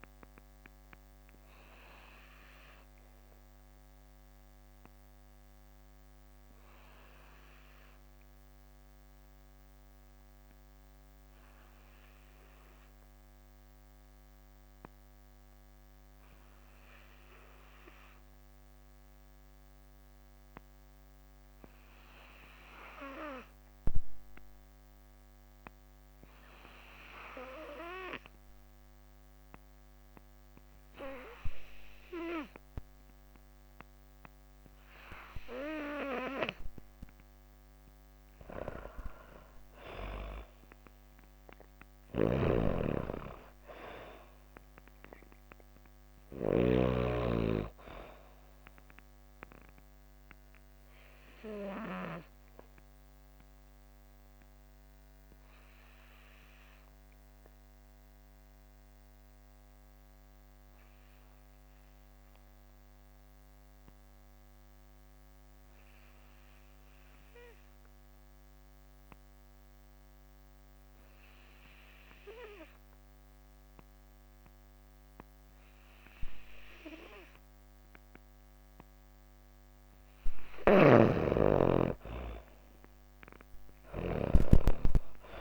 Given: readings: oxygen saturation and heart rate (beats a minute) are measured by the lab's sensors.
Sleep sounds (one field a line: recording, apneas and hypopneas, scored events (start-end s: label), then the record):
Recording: breathing in sleep by a microphone on the trachea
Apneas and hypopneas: 2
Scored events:
0.00-16.50 s: oxygen desaturation (device-marked, oxygen 84% lowest)
0.50-34.00 s: obstructive apnea (oxygen 99% before, 84% lowest)
27.50-66.50 s: oxygen desaturation (device-marked, oxygen 98% before, 84% lowest, heart rate 72 before, 36 extreme)
38.00-41.50 s: arousal
41.00-45.50 s: snoring (device-marked)
50.00-77.50 s: obstructive apnea (oxygen 98% before, 84% lowest, heart rate 126 before, 72 extreme, up 59 after)
74.50-85.41 s: oxygen desaturation (device-marked, oxygen 99% before, 84% lowest)
80.50-85.00 s: arousal
From the record:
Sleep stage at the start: N2 (light sleep)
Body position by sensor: on the back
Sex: female